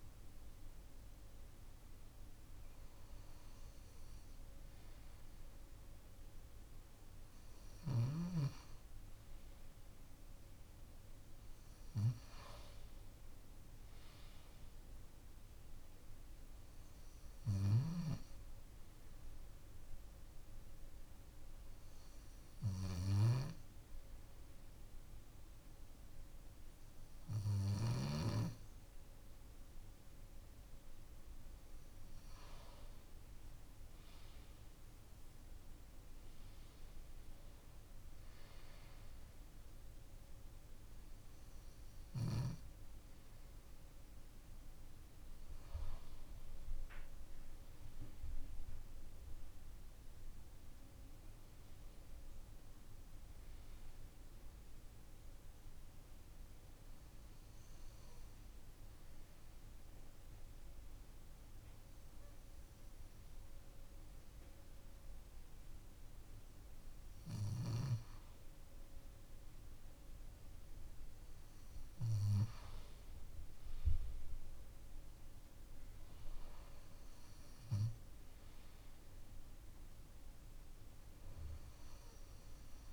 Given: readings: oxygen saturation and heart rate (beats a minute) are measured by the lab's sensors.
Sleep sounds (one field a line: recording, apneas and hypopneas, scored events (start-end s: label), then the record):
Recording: breathing in sleep by a room microphone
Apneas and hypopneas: 2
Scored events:
18.50-31.00 s: hypopnea (oxygen 95% before, 92% lowest, heart rate 125 before, 105 extreme, up 47 after)
33.00-36.50 s: arousal
54.50-67.00 s: hypopnea (oxygen 95% before, 92% lowest, heart rate 139 before, 74 extreme, up 7 after)
69.00-73.50 s: arousal
76.00-82.93 s: oxygen desaturation (device-marked, oxygen 95% before, 92% lowest, heart rate 128 before, 65 extreme)
From the record:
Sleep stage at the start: N2 (light sleep)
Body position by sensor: on the left side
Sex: male